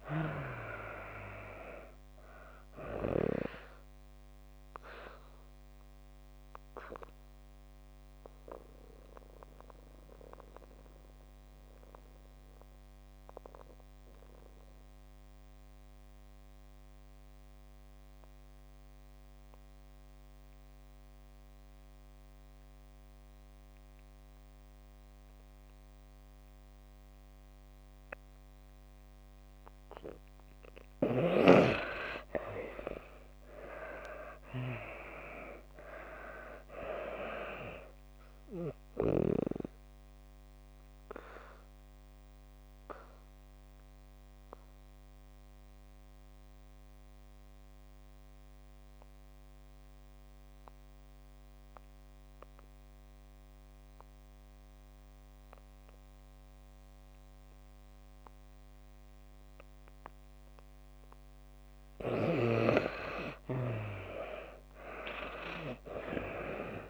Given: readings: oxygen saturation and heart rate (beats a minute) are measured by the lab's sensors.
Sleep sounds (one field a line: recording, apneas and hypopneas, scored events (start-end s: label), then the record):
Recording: breathing in sleep by a microphone on the trachea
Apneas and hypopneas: 2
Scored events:
0.00-26.00 s: oxygen desaturation (device-marked, oxygen 74% lowest)
4.50-30.50 s: obstructive apnea (oxygen 97% before, 73% lowest)
28.00-57.00 s: oxygen desaturation (device-marked, oxygen 96% before, 73% lowest)
32.00-35.50 s: arousal
39.50-60.50 s: obstructive apnea (oxygen 96% before, 73% lowest)
63.00-66.00 s: arousal
63.00-66.90 s: oxygen desaturation (device-marked, oxygen 96% before, 75% lowest)
From the record:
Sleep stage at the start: N2 (light sleep)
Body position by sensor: on the back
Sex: female